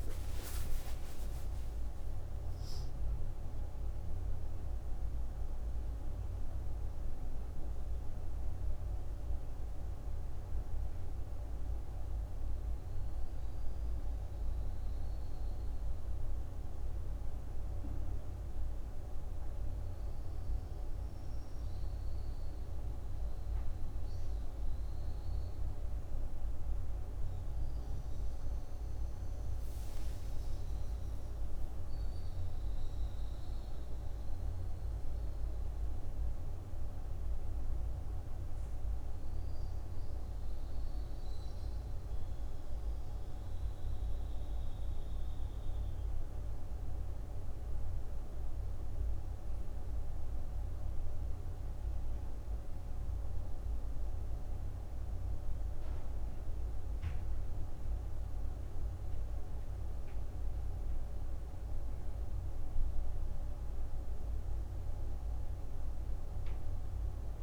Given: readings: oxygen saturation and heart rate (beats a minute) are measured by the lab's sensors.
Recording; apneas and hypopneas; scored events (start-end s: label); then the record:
breathing in sleep, hard to hear, by a room microphone; none
0.00-3.00 s: arousal
8.00-11.00 s: oxygen desaturation (device-marked, oxygen 98% before, 93% lowest, heart rate 103 before, 64 extreme)
56.00-67.43 s: new sleep stage, N2 (light sleep)
From the record:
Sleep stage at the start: N1 (lightest sleep); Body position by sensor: on the right side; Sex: female